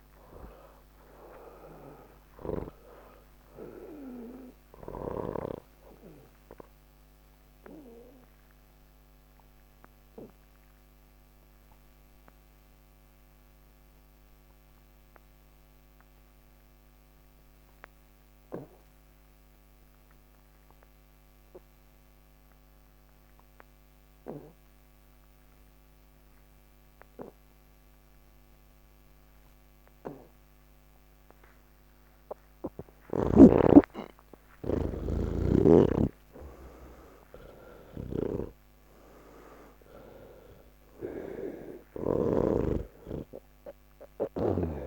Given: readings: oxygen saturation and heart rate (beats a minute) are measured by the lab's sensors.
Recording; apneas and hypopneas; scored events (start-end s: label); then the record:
breathing in sleep by a microphone on the trachea; 1
0.00-14.00 s: oxygen desaturation (device-marked, oxygen 80% lowest, heart rate 59 extreme)
5.00-28.50 s: obstructive apnea (oxygen 97% before, 80% lowest, heart rate 121 before, 59 extreme)
28.00-44.87 s: oxygen desaturation (device-marked, oxygen 99% before, 82% lowest, heart rate 145 before, 28 extreme)
38.00-42.50 s: snoring (device-marked)
From the record:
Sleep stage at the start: N2 (light sleep); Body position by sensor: on the back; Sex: male